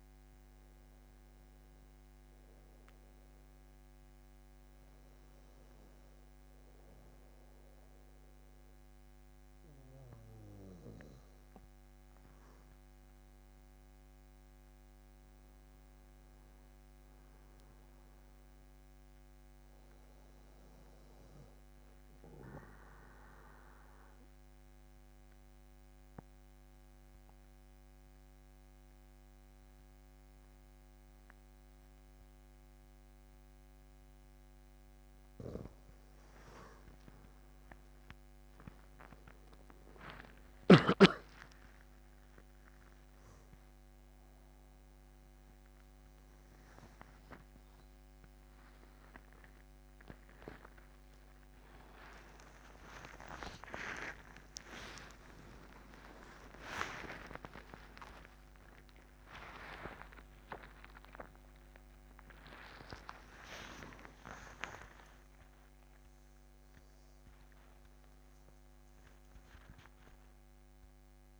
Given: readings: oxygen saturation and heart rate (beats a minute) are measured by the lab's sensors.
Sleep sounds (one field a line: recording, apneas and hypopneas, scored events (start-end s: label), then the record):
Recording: a person partly awake in a sleep study, by a microphone on the trachea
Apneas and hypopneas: 1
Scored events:
23.00-35.50 s: obstructive apnea (oxygen 97% before, 92% lowest, heart rate 79 before, 80 extreme, up 11 after)
40.50-54.50 s: oxygen desaturation (device-marked, oxygen 96% before, 92% lowest, heart rate 81 before, 83 extreme)
51.50-71.40 s: new sleep stage, awake
52.50-56.50 s: tachycardia (device-marked, heart rate 82 before, 104 extreme)
53.50-55.50 s: long interval between heartbeats (device-marked, heart rate 86 before, 99 extreme)
From the record:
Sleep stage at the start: N2 (light sleep)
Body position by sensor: on the back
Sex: male